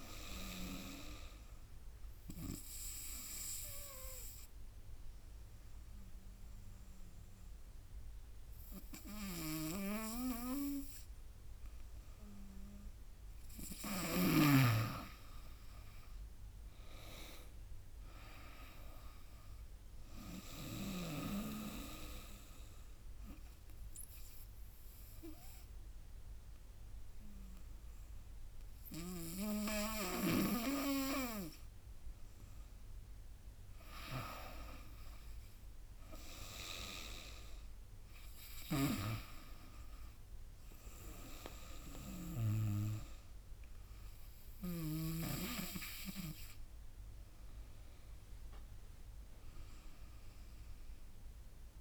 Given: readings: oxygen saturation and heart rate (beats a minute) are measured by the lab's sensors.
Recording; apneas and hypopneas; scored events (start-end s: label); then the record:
breathing in sleep by a room microphone; 2
0.00-6.00 s: drop in pulse transit time (device-marked, heart rate 76 extreme)
1.00-13.00 s: obstructive apnea (oxygen 97% before, 93% lowest, heart rate 82 before, 74 extreme, up 11 after)
14.00-18.00 s: arousal
16.00-25.00 s: drop in pulse transit time (device-marked, heart rate 78 before, 77 extreme)
21.50-33.50 s: obstructive apnea (oxygen 97% before, 93% lowest, heart rate 78 before, 77 extreme, up 7 after)
35.00-38.00 s: arousal
38.50-45.00 s: snoring (device-marked)
48.00-51.81 s: drop in pulse transit time (device-marked, heart rate 81 before, 82 extreme)
From the record:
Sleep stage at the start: N2 (light sleep); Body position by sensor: on the right side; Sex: female